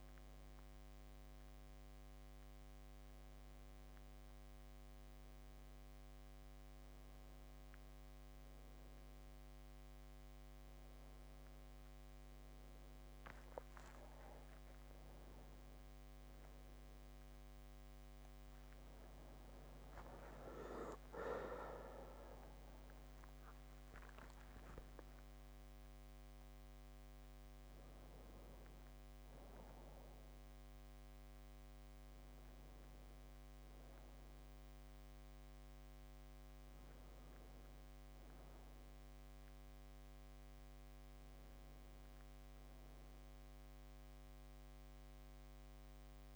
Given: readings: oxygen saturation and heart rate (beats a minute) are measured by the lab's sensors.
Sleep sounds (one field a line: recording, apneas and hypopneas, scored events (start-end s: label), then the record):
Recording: breathing in sleep, hard to hear, by a microphone on the trachea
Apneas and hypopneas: none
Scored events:
none scored
From the record:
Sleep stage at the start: N2 (light sleep)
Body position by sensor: on the back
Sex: male